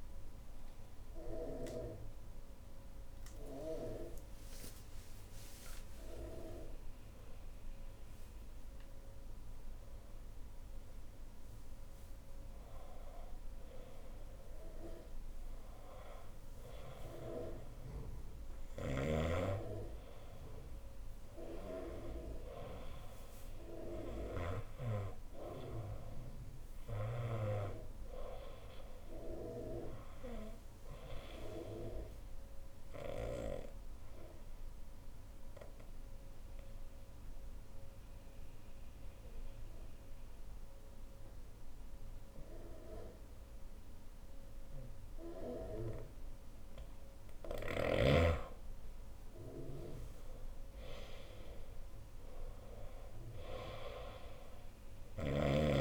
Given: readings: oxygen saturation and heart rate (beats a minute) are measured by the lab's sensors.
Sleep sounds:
a person partly awake in a sleep study, by a room microphone; 1
0.00-9.00 s: oxygen desaturation (device-marked, oxygen 89% lowest, heart rate 63 extreme)
16.00-55.81 s: new sleep stage, N2 (light sleep)
18.00-27.00 s: snoring (device-marked)
32.00-46.50 s: obstructive apnea (oxygen 99% before, 91% lowest, heart rate 66 before, 63 extreme, up 10 after)
48.50-53.00 s: arousal
49.00-55.81 s: oxygen desaturation (device-marked, oxygen 97% before, 91% lowest, heart rate 64 before, 66 extreme)
From the record:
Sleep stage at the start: awake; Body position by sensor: on the right side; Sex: female

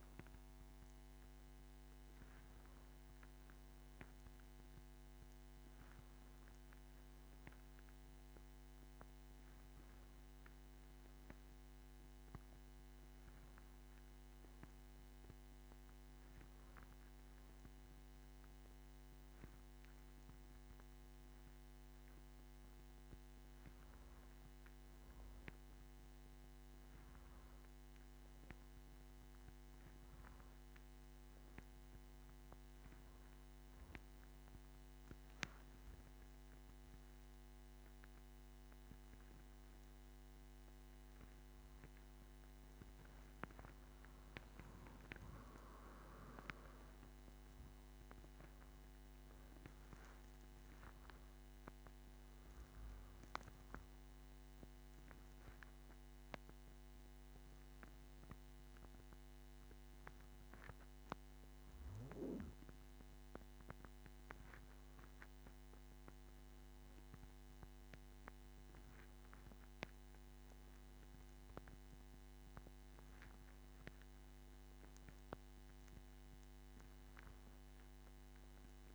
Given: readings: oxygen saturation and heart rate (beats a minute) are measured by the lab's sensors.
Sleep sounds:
breathing in sleep by a microphone on the trachea; 1
25.00-29.00 s: arousal
32.50-43.50 s: obstructive apnea (oxygen 95% before, 92% lowest, heart rate 71 before, 68 extreme, up 4 after)
45.50-50.00 s: arousal
From the record:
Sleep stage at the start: N2 (light sleep); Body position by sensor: on the back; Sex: female

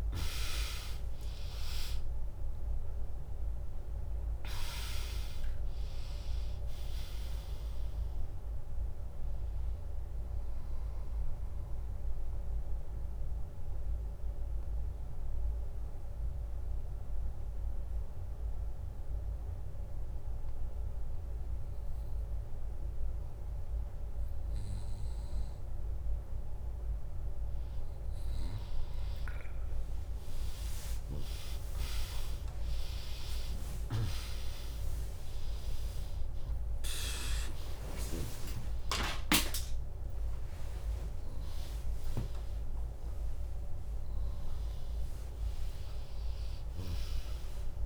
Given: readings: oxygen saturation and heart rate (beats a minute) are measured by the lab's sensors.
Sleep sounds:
a person partly awake in a sleep study, by a room microphone; 1
0.00-2.00 s: arousal
0.00-19.50 s: oxygen desaturation (device-marked, oxygen 95% lowest, heart rate 60 extreme)
0.50-19.50 s: drop in pulse transit time (device-marked, heart rate 67 before, 62 extreme)
11.50-26.50 s: obstructive apnea (oxygen 100% before, 95% lowest, heart rate 70 before, 60 extreme)
34.50-47.86 s: new sleep stage, awake
35.50-41.50 s: tachycardia (device-marked, heart rate 74 before, 119 extreme)
35.50-45.50 s: drop in pulse transit time (device-marked, heart rate 72 before, 72 extreme)
35.50-47.86 s: oxygen desaturation (device-marked, oxygen 100% before, 96% lowest, heart rate 72 before, 64 extreme)
37.50-39.50 s: long interval between heartbeats (device-marked, heart rate 72 before, 97 extreme)
40.50-42.50 s: long interval between heartbeats (device-marked, heart rate 76 before, 119 extreme)
From the record:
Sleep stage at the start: N2 (light sleep); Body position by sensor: on the back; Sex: female

